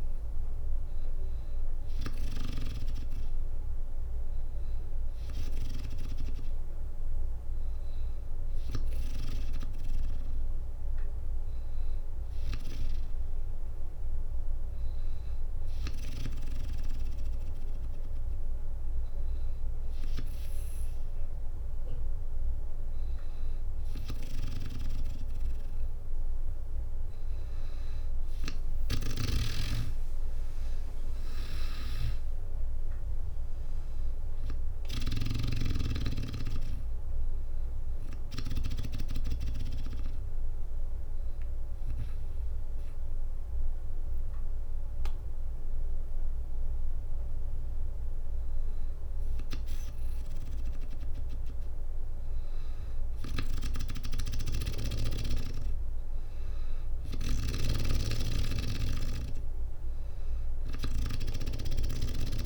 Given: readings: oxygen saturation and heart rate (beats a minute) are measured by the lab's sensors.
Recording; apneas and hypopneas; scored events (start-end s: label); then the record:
breathing in sleep by a room microphone; 1
27.00-45.00 s: drop in pulse transit time (device-marked, heart rate 63 before, 61 extreme)
27.50-31.00 s: arousal
28.50-38.00 s: snoring (device-marked)
29.50-31.50 s: long interval between heartbeats (device-marked, heart rate 63 before, 72 extreme)
40.50-51.50 s: hypopnea (oxygen 95% before, 93% lowest, heart rate 69 before, 61 extreme, up 1 after)
53.00-57.00 s: arousal
53.50-62.46 s: snoring (device-marked)
61.00-62.46 s: oxygen desaturation (device-marked, oxygen 97% before, 93% lowest, heart rate 62 before, 60 extreme)
From the record:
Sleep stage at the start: N2 (light sleep); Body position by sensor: on the back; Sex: female